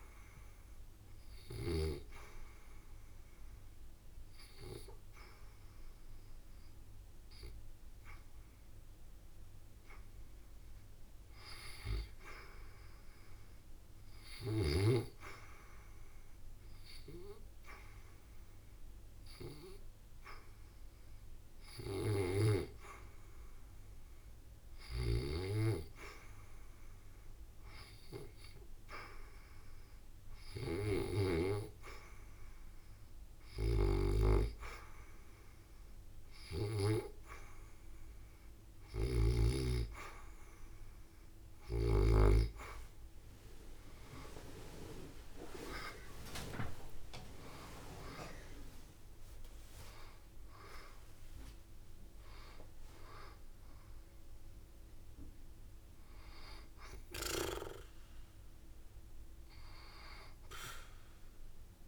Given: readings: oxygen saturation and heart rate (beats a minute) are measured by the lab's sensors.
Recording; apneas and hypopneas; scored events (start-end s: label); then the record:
breathing in sleep by a room microphone; 2
1.00-11.00 s: obstructive apnea (oxygen 93% before, 79% lowest, heart rate 73 before, 72 extreme, up 4 after)
4.50-19.50 s: oxygen desaturation (device-marked, oxygen 92% before, 85% lowest, heart rate 74 before, 72 extreme)
12.50-15.50 s: arousal
19.50-37.00 s: hypopnea (oxygen 93% before, 79% lowest, heart rate 75 before, 78 extreme, up 6 after)
21.50-57.50 s: oxygen desaturation (device-marked, oxygen 90% before, 79% lowest, heart rate 75 before, 71 extreme)
37.50-41.50 s: arousal
37.50-61.88 s: new sleep stage, N2 (light sleep)
45.50-47.50 s: long interval between heartbeats (device-marked, heart rate 81 before, 94 extreme)
From the record:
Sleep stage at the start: REM sleep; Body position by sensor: on the back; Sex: female